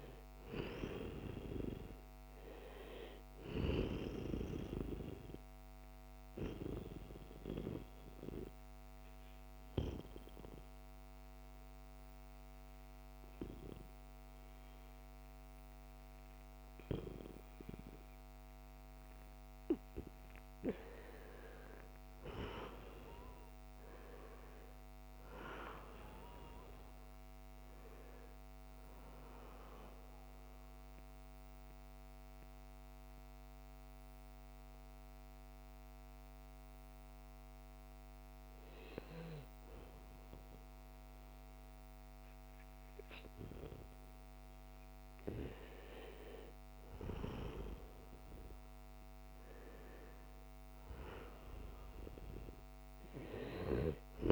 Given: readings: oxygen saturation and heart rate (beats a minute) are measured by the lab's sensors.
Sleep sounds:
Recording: breathing in sleep by a microphone on the trachea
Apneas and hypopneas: 2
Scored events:
0.00-2.00 s: arousal
5.50-21.00 s: obstructive apnea (oxygen 94% before, 90% lowest, heart rate 79 before, 74 extreme, up 7 after)
22.00-26.50 s: arousal
29.50-44.50 s: oxygen desaturation (device-marked, oxygen 94% before, 90% lowest, heart rate 78 before, 73 extreme)
30.50-45.50 s: obstructive apnea (oxygen 94% before, 90% lowest, heart rate 78 before, 73 extreme, up 3 after)
47.00-52.00 s: arousal
From the record:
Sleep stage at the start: N2 (light sleep)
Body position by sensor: on the right side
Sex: male

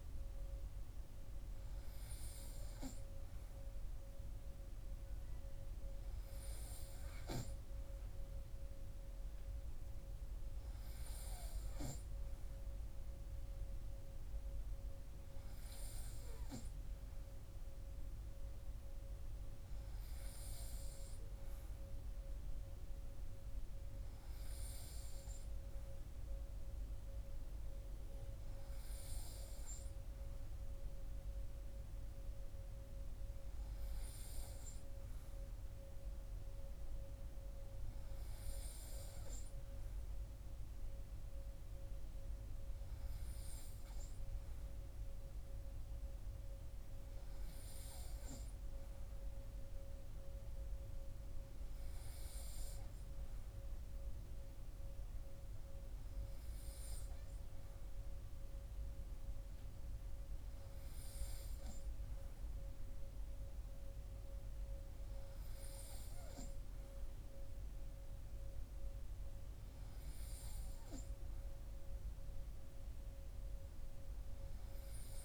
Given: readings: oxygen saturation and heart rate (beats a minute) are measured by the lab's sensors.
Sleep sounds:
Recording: breathing in sleep, hard to hear, by a room microphone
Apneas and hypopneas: none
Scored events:
none scored
From the record:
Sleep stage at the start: N3 (deep sleep)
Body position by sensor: on the right side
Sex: male

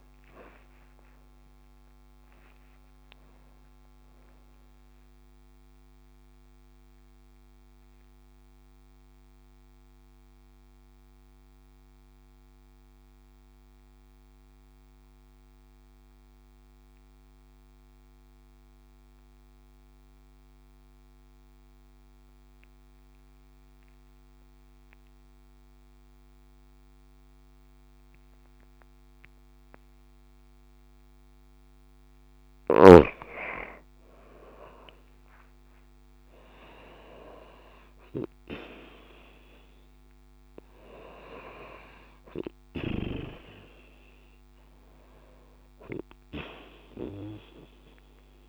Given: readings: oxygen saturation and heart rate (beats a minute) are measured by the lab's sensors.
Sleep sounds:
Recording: breathing in sleep by a microphone on the trachea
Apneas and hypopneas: 1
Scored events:
0.00-1.50 s: long interval between heartbeats (device-marked, heart rate 26 extreme)
3.00-5.00 s: long interval between heartbeats (device-marked, heart rate 53 before, 25 extreme)
6.50-31.00 s: mixed apnea (oxygen 95% before, 90% lowest)
11.50-13.50 s: long interval between heartbeats (device-marked)
31.50-48.49 s: oxygen desaturation (device-marked, oxygen 96% before, 90% lowest)
34.00-37.50 s: arousal
34.50-36.50 s: long interval between heartbeats (device-marked)
39.00-41.00 s: long interval between heartbeats (device-marked)
43.00-45.00 s: long interval between heartbeats (device-marked)
47.00-48.49 s: long interval between heartbeats (device-marked)
From the record:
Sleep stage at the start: N2 (light sleep)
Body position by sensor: on the right side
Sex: female

